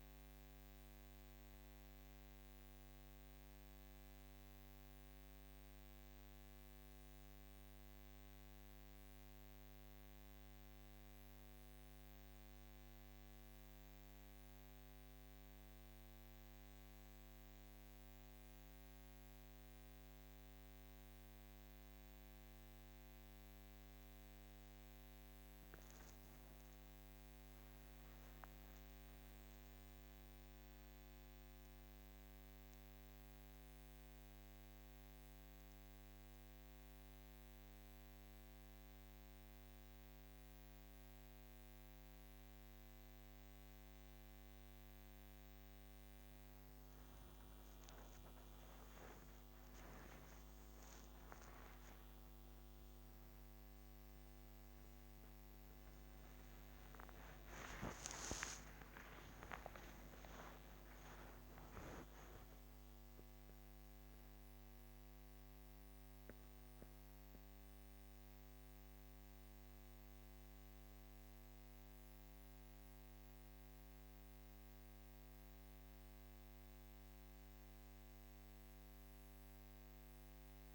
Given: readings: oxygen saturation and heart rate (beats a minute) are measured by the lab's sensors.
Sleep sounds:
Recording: breathing in sleep, hard to hear, by a microphone on the trachea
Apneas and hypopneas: 1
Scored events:
27.00-31.50 s: arousal
33.00-47.50 s: hypopnea (oxygen 97% before, 95% lowest, heart rate 131 before, 47 extreme)
49.50-53.50 s: arousal
57.50-70.50 s: oxygen desaturation (device-marked, oxygen 98% before, 95% lowest, heart rate 118 before, 47 extreme)
From the record:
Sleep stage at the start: N1 (lightest sleep)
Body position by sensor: on the back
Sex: female

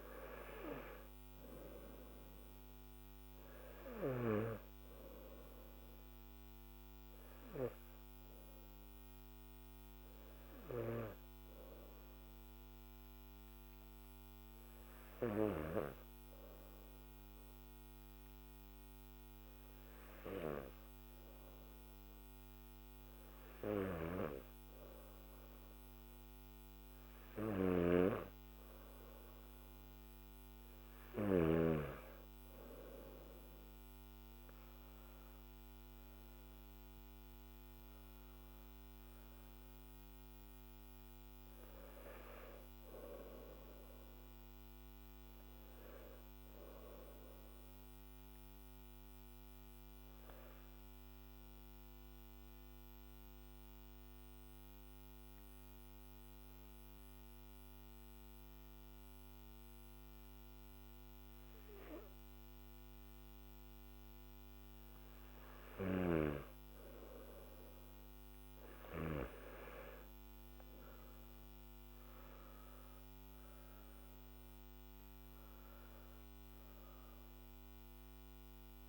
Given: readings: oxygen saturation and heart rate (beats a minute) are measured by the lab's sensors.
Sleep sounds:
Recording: breathing in sleep by a microphone on the trachea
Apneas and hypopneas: 2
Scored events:
0.00-17.00 s: oxygen desaturation (device-marked, oxygen 97% before, 93% lowest, heart rate 58 before, 50 extreme)
11.50-27.50 s: obstructive apnea (oxygen 97% before, 92% lowest, heart rate 59 before, 49 extreme, up 8 after)
27.00-31.00 s: snoring (device-marked)
47.00-65.50 s: obstructive apnea (oxygen 96% before, 92% lowest, heart rate 55 before, 48 extreme, up 12 after)
65.00-68.50 s: snoring (device-marked)
73.00-78.89 s: oxygen desaturation (device-marked, oxygen 97% before, 92% lowest, heart rate 53 before, 51 extreme)
From the record:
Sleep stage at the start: N1 (lightest sleep)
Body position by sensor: on the back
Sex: male

